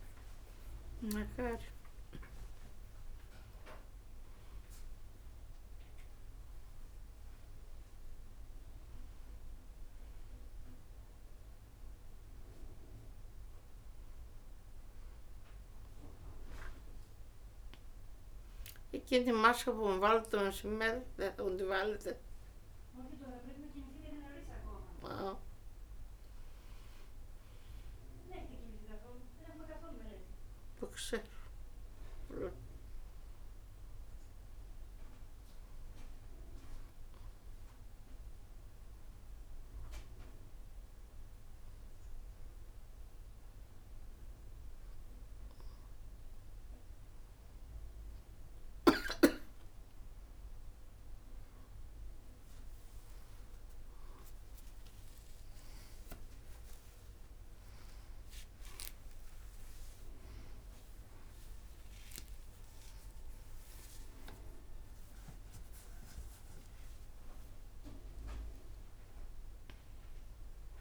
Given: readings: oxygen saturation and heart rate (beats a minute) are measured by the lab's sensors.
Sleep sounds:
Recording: a person awake in a sleep study, by a room microphone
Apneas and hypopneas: none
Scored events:
none scored
From the record:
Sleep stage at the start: awake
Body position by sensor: on the back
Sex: female

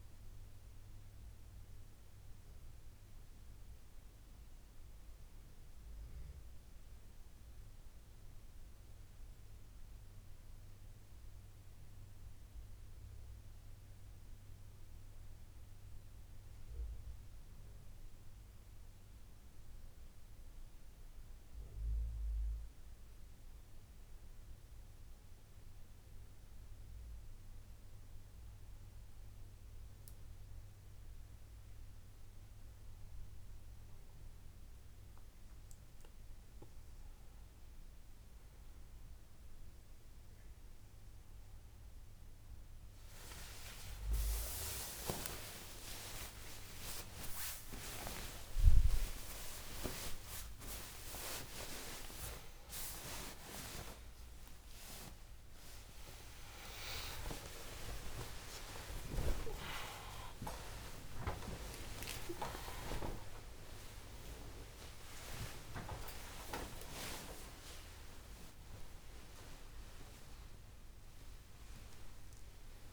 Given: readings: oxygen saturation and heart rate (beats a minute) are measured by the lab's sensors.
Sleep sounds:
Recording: a person partly awake in a sleep study, by a room microphone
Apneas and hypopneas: 1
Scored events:
1.00-11.00 s: hypopnea (oxygen 97% before, 93% lowest, heart rate 82 before, 72 extreme, up 3 after)
13.00-15.50 s: arousal
15.00-34.00 s: oxygen desaturation (device-marked, oxygen 97% before, 93% lowest, heart rate 74 before, 73 extreme)
43.00-72.93 s: new sleep stage, awake
From the record:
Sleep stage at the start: N2 (light sleep)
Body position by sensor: on the back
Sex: male

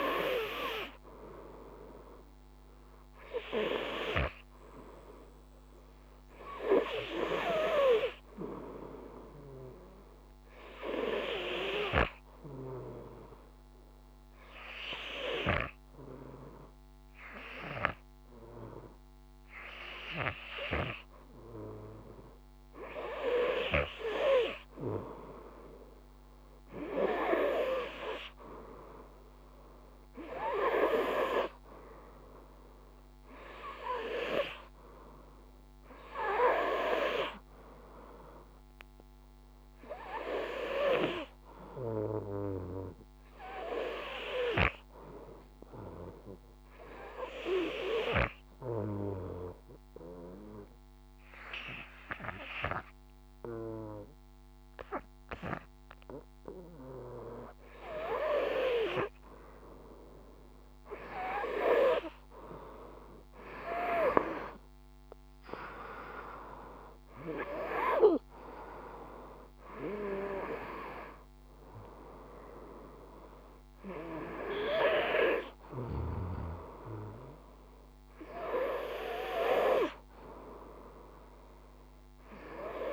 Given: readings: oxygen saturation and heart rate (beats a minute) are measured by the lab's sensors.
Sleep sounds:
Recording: breathing in sleep by a microphone on the trachea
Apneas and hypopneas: 2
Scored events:
11.00-22.00 s: obstructive apnea (oxygen 92% before, 92% lowest, heart rate 60 before, 53 extreme, up 0 after)
25.00-28.50 s: arousal
33.00-51.00 s: oxygen desaturation (device-marked, oxygen 96% before, 92% lowest, heart rate 54 before, 52 extreme)
46.50-57.50 s: obstructive apnea (oxygen 97% before, 92% lowest, heart rate 56 before, 52 extreme, up 5 after)
60.00-63.50 s: arousal
From the record:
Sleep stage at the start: N2 (light sleep)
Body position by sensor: on the front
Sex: male

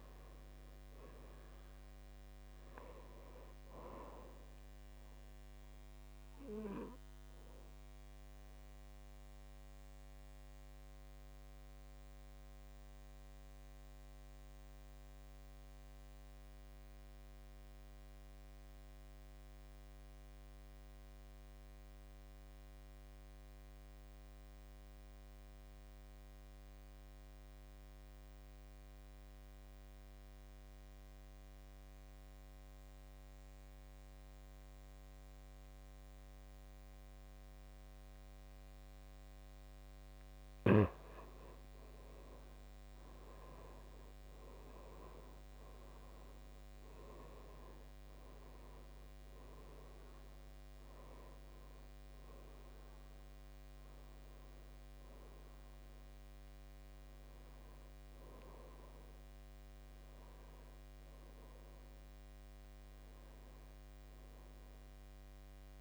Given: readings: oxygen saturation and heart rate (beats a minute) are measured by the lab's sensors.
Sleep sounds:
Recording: breathing in sleep, hard to hear, by a microphone on the trachea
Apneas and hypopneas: 1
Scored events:
0.00-17.50 s: oxygen desaturation (device-marked, oxygen 77% lowest, heart rate 54 extreme)
6.00-40.00 s: obstructive apnea (oxygen 99% before, 75% lowest, heart rate 66 before, 54 extreme, up 10 after)
32.50-65.81 s: oxygen desaturation (device-marked, oxygen 99% before, 75% lowest, heart rate 58 before, 47 extreme)
42.00-46.50 s: arousal
From the record:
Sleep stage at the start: N2 (light sleep)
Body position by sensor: on the back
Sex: male

